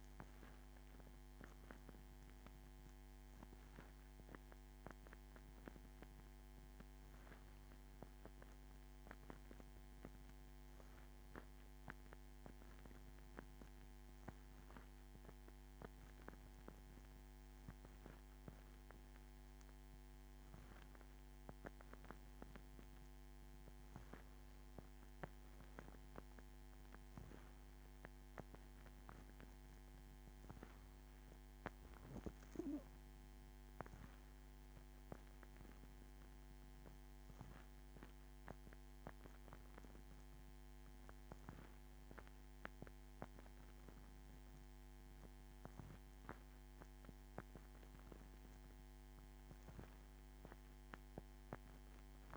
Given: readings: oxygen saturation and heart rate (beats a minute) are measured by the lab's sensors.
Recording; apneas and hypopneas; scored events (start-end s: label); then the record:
breathing in sleep by a microphone on the trachea; none
none scored
From the record:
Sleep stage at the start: N2 (light sleep); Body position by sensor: on the back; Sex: female